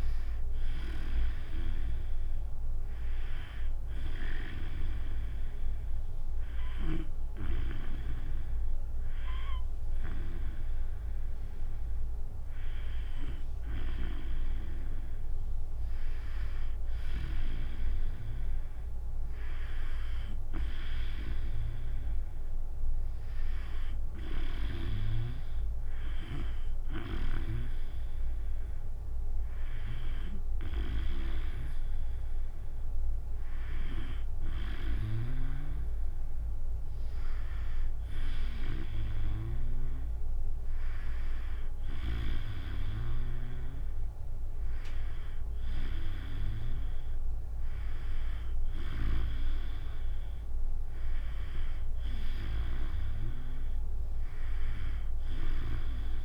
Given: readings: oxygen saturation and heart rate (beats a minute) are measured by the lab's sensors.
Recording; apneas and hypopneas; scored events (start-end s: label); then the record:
breathing in sleep by a room microphone; 1
0.00-6.00 s: drop in pulse transit time (device-marked, heart rate 70 extreme)
1.00-15.00 s: oxygen desaturation (device-marked, oxygen 96% before, 91% lowest, heart rate 84 before, 66 extreme)
4.00-14.00 s: hypopnea (oxygen 96% before, 91% lowest, heart rate 84 before, 66 extreme, up 6 after)
17.50-21.50 s: arousal
19.00-32.00 s: drop in pulse transit time (device-marked, heart rate 70 before, 71 extreme)
From the record:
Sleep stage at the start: N2 (light sleep); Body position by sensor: on the back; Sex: female